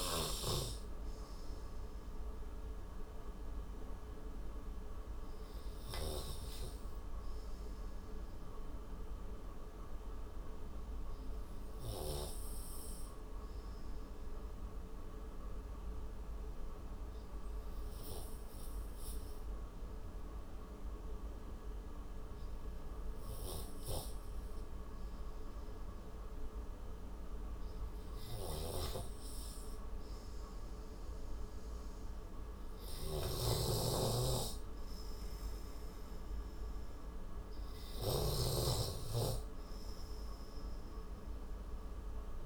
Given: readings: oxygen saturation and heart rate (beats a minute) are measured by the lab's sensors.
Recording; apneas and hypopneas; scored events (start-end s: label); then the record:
breathing in sleep by a room microphone; 1
0.00-2.50 s: oxygen desaturation (device-marked, oxygen 91% lowest)
9.00-27.50 s: obstructive apnea (oxygen 96% before, 92% lowest)
29.00-32.00 s: arousal
29.50-42.45 s: oxygen desaturation (device-marked, oxygen 98% before, 92% lowest, heart rate 39 before, 32 extreme)
33.00-38.50 s: snoring (device-marked)
From the record:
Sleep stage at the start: N2 (light sleep); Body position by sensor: on the right side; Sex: male